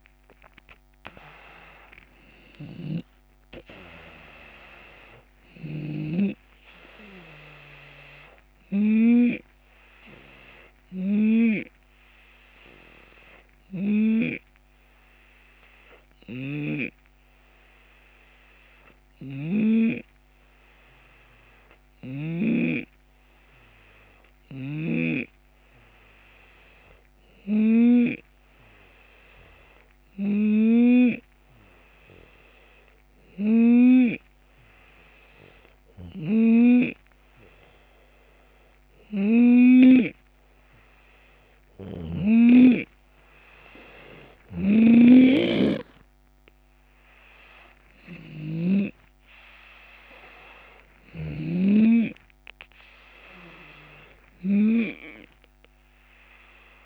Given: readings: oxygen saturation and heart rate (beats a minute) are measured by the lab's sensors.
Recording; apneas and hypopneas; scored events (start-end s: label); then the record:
breathing in sleep by a microphone on the trachea; 1
0.00-19.50 s: oxygen desaturation (device-marked, oxygen 88% lowest)
2.00-11.00 s: snoring (device-marked)
11.50-39.00 s: hypopnea (oxygen 92% before, 88% lowest)
15.50-22.00 s: snoring (device-marked)
24.00-39.50 s: snoring (device-marked)
44.00-50.00 s: arousal
44.00-56.86 s: snoring (device-marked)
From the record:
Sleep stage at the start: N2 (light sleep); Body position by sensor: on the left side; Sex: male